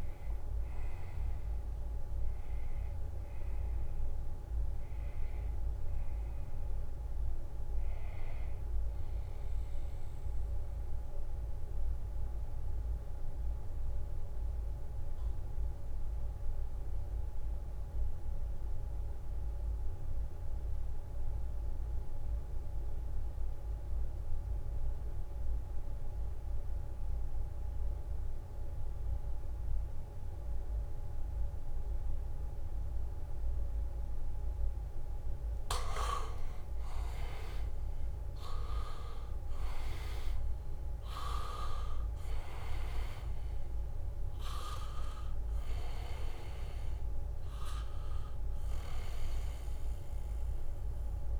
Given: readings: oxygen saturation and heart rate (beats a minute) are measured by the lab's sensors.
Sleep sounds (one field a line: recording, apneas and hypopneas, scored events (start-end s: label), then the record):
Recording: breathing in sleep by a room microphone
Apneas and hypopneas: 1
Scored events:
0.00-17.50 s: oxygen desaturation (device-marked, oxygen 81% lowest, heart rate 64 extreme)
10.00-34.00 s: mixed apnea (oxygen 99% before, 82% lowest, heart rate 72 before, 64 extreme)
31.50-51.40 s: oxygen desaturation (device-marked, oxygen 99% before, 83% lowest, heart rate 71 before, 64 extreme)
37.00-41.00 s: arousal
44.50-50.00 s: leg movement (device-marked)
From the record:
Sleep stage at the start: N2 (light sleep)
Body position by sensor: on the back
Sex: male